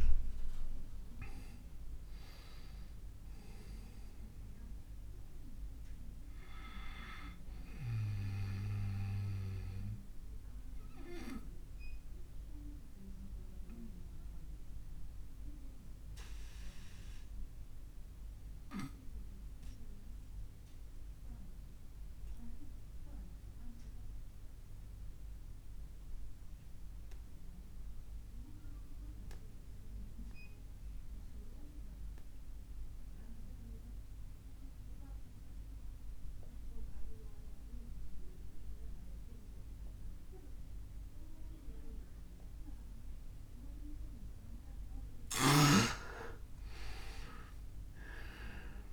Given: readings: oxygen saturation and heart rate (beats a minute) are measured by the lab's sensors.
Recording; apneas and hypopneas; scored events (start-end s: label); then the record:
breathing in sleep by a room microphone; 1
0.00-25.50 s: oxygen desaturation (device-marked, oxygen 86% lowest)
9.50-44.50 s: obstructive apnea (oxygen 98% before, 85% lowest)
44.50-48.93 s: oxygen desaturation (device-marked, oxygen 99% before, 85% lowest)
46.50-48.93 s: arousal
From the record:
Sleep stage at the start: N2 (light sleep); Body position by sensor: on the back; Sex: male